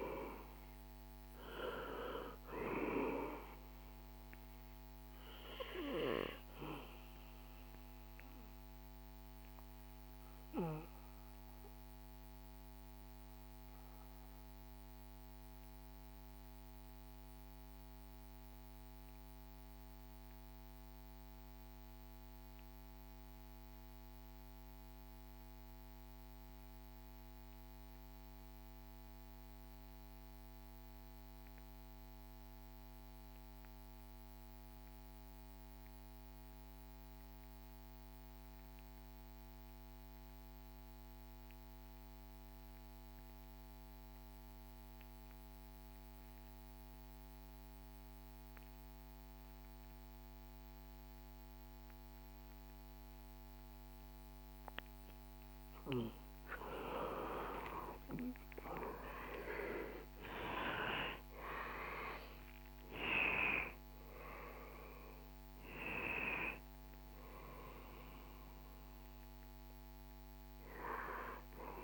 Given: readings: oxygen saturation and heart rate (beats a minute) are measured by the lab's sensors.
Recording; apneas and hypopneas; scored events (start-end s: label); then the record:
breathing in sleep by a microphone on the trachea; 1
0.00-1.50 s: arousal
6.00-53.00 s: mixed apnea (oxygen 97% before, 82% lowest, heart rate 66 before, 56 extreme, up 13 after)
45.00-71.84 s: oxygen desaturation (device-marked, oxygen 96% before, 82% lowest, heart rate 57 before, 58 extreme)
56.50-62.00 s: arousal
From the record:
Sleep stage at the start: REM sleep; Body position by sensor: on the back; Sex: male